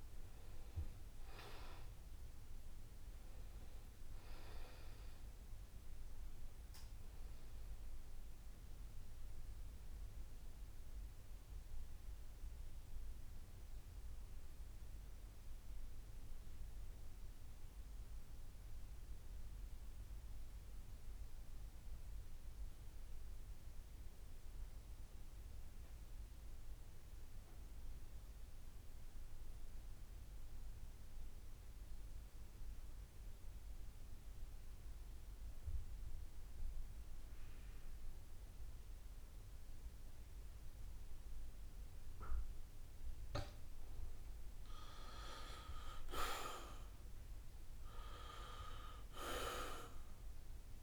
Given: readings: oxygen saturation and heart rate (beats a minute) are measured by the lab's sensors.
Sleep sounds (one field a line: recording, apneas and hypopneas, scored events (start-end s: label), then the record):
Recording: breathing in sleep by a room microphone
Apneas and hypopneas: 1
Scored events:
0.00-9.00 s: oxygen desaturation (device-marked, oxygen 82% lowest, heart rate 68 extreme)
1.50-3.50 s: long interval between heartbeats (device-marked, heart rate 77 before, 71 extreme)
11.00-43.50 s: mixed apnea (oxygen 98% before, 82% lowest, heart rate 72 before, 68 extreme, up 5 after)
29.00-50.83 s: oxygen desaturation (device-marked, oxygen 97% before, 83% lowest, heart rate 70 before, 68 extreme)
41.00-43.00 s: long interval between heartbeats (device-marked, heart rate 72 before, 72 extreme)
45.50-49.50 s: arousal
From the record:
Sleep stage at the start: N2 (light sleep)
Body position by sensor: on the back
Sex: male